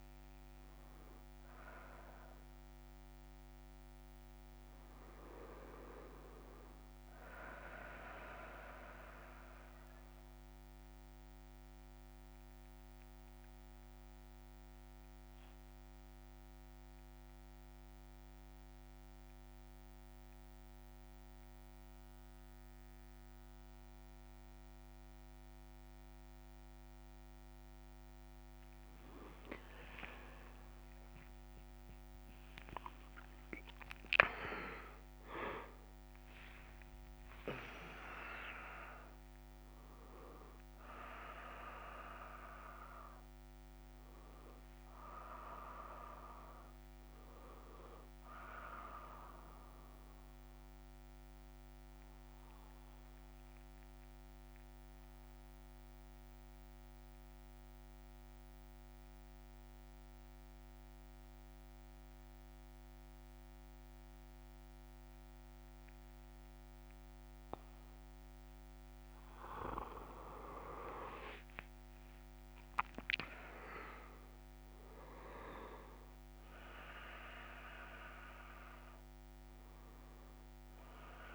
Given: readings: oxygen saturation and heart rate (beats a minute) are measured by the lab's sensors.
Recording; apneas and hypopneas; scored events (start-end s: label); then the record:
breathing in sleep by a microphone on the trachea; 2
0.00-11.00 s: oxygen desaturation (device-marked, oxygen 91% lowest)
10.50-29.00 s: mixed apnea (oxygen 98% before, 92% lowest)
44.00-53.00 s: oxygen desaturation (device-marked, oxygen 99% before, 94% lowest, heart rate 113 before, 147 extreme)
52.00-69.00 s: mixed apnea (oxygen 100% before, 92% lowest, heart rate 123 before, 147 extreme, up 33 after)
73.00-81.35 s: oxygen desaturation (device-marked, oxygen 99% before, 93% lowest, heart rate 163 before, 85 extreme)
From the record:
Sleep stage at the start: N2 (light sleep); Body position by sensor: on the back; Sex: male